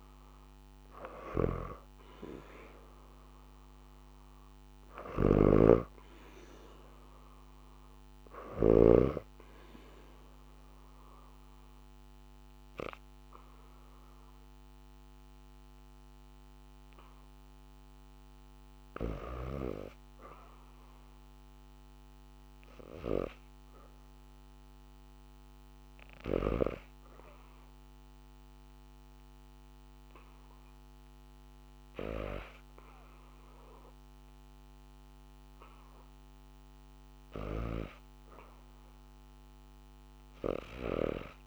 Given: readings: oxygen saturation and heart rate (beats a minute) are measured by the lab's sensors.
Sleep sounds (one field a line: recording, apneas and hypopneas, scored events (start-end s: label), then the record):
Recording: breathing in sleep by a microphone on the trachea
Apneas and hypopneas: 2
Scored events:
3.50-6.50 s: arousal
4.50-8.50 s: snoring (device-marked)
8.50-19.00 s: obstructive apnea (oxygen 95% before, 84% lowest, heart rate 83 before, 70 extreme)
20.00-23.00 s: arousal
24.00-36.00 s: oxygen desaturation (device-marked, oxygen 96% before, 88% lowest, heart rate 81 before, 70 extreme)
26.00-37.00 s: hypopnea (oxygen 96% before, 83% lowest, heart rate 80 before, 70 extreme)
38.00-41.00 s: arousal
From the record:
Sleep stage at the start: N2 (light sleep)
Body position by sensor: on the back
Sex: female